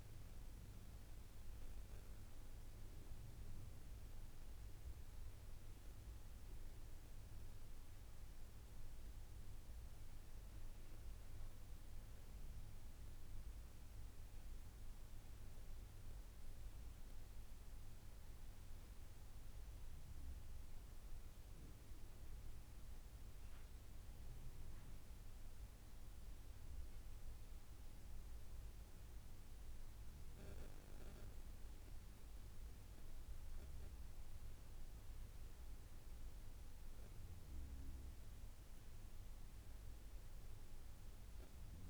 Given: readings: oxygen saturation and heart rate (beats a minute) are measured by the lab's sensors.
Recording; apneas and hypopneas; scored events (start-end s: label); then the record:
breathing in sleep, hard to hear, by a room microphone; none
none scored
From the record:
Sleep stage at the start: N2 (light sleep); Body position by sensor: upright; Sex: female